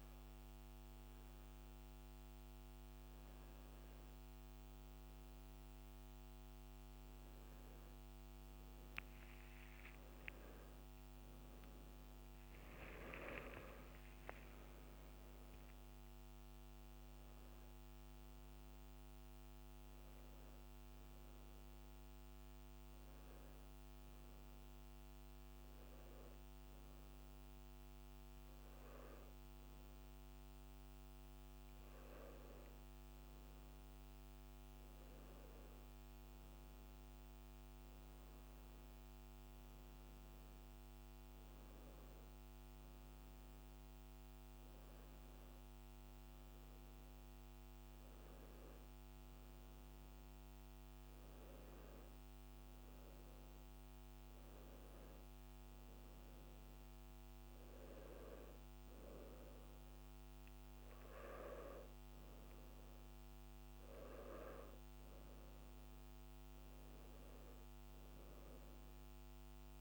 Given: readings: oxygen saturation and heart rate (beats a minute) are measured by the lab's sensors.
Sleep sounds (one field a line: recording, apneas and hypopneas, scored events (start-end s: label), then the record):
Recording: breathing in sleep, hard to hear, by a microphone on the trachea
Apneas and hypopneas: none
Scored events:
none scored
From the record:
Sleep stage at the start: N2 (light sleep)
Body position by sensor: on the back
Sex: male